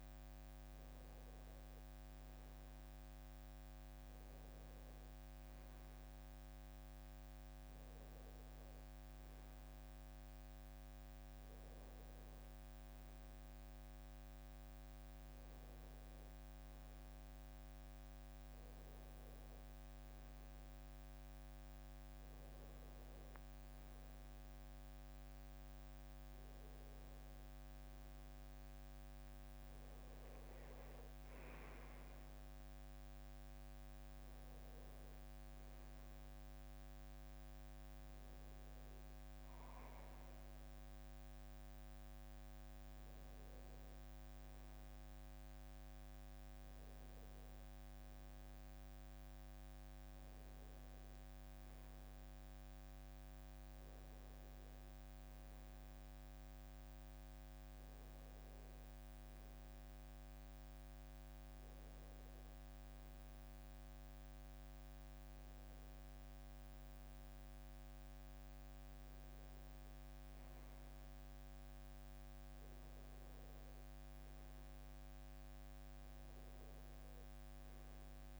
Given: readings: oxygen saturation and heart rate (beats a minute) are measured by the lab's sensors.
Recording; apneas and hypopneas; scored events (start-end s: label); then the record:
a person awake in a sleep study, hard to hear, by a microphone on the trachea; none
none scored
From the record:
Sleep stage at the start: awake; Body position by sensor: on the back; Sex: male